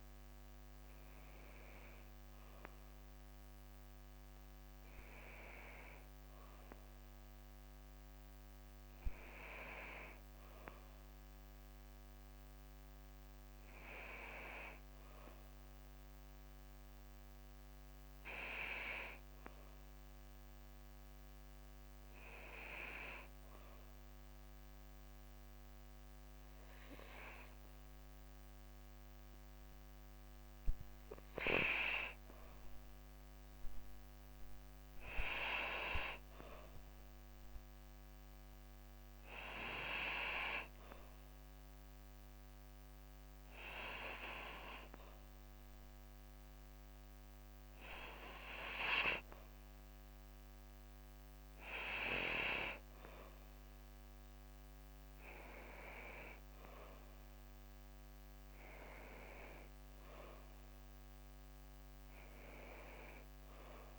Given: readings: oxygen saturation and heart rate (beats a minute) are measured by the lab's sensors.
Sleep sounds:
breathing in sleep by a microphone on the trachea; none
12.50-63.99 s: new sleep stage, N2 (light sleep)
55.50-60.00 s: arousal
From the record:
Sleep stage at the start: N1 (lightest sleep); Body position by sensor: on the back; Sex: female

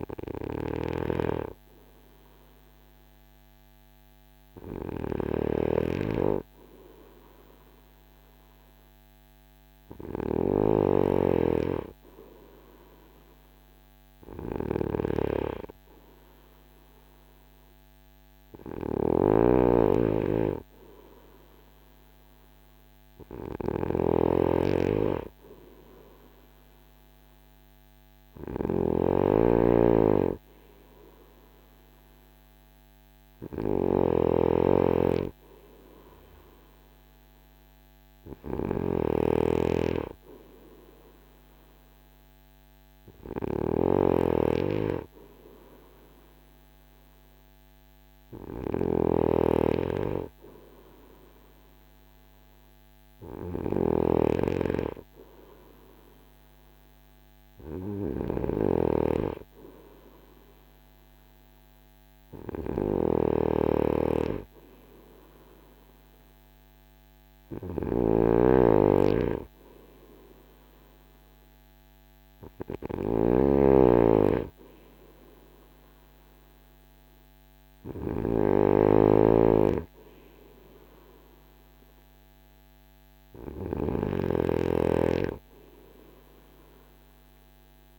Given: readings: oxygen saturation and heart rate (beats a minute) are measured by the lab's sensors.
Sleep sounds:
breathing in sleep by a microphone on the trachea; none
0.00-10.50 s: snoring (device-marked)
18.50-87.99 s: snoring (device-marked)
From the record:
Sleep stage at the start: N2 (light sleep); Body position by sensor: on the front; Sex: male

